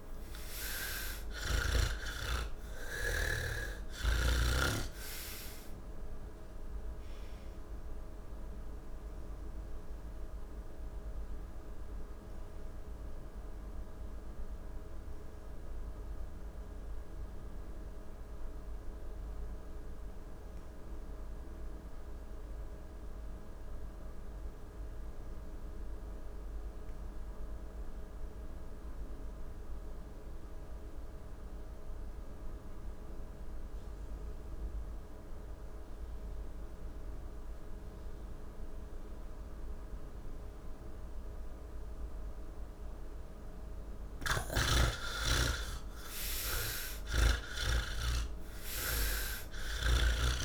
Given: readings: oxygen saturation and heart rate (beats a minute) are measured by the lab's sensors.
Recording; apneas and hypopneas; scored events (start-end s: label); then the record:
breathing in sleep by a room microphone; 1
0.00-24.00 s: oxygen desaturation (device-marked, oxygen 64% lowest, heart rate 75 extreme)
7.00-42.50 s: obstructive apnea (oxygen 87% before, 64% lowest, heart rate 133 before, 104 extreme, up 41 after)
26.00-50.45 s: oxygen desaturation (device-marked, oxygen 97% before, 66% lowest, heart rate 142 before, 60 extreme)
46.50-50.00 s: snoring (device-marked)
From the record:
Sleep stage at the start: N2 (light sleep); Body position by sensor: on the back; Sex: male